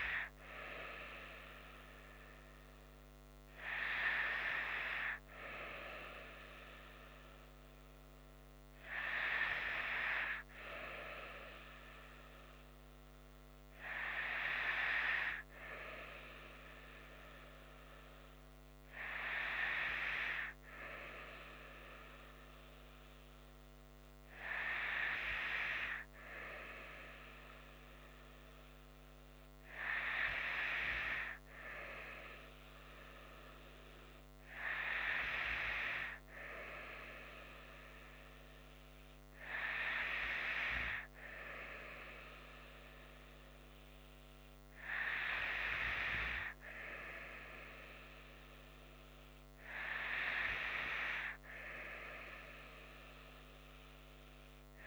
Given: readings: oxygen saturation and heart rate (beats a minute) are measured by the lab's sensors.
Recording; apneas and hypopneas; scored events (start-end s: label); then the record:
breathing in sleep by a microphone on the trachea; none
none scored
From the record:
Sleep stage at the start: N2 (light sleep); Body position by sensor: on the right side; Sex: female